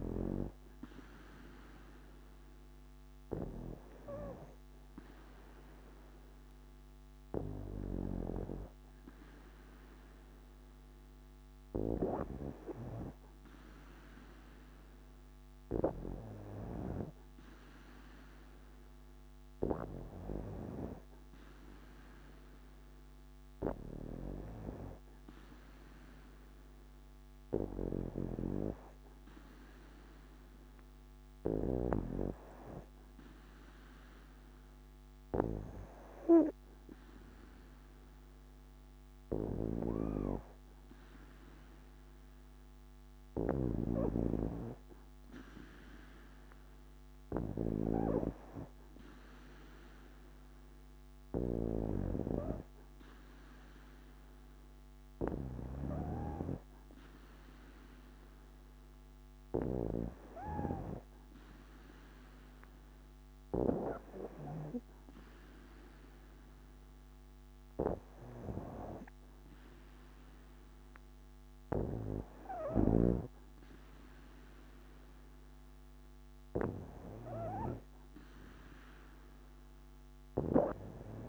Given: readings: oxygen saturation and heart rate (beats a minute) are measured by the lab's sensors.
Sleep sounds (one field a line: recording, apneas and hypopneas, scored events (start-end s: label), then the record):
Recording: breathing in sleep by a microphone on the trachea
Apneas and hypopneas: none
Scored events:
none scored
From the record:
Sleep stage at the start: N2 (light sleep)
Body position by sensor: on the back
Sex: female